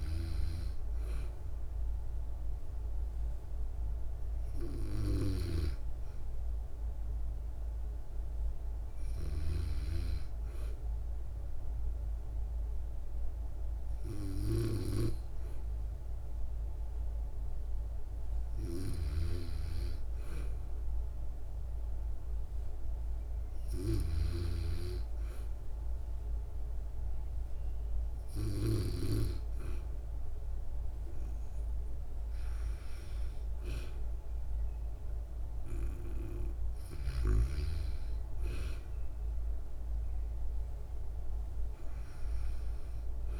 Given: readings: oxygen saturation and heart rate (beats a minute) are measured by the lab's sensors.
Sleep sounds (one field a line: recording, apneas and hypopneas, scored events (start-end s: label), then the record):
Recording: breathing in sleep by a room microphone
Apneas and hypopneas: none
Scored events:
none scored
From the record:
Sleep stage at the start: N2 (light sleep)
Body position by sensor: on the back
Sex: female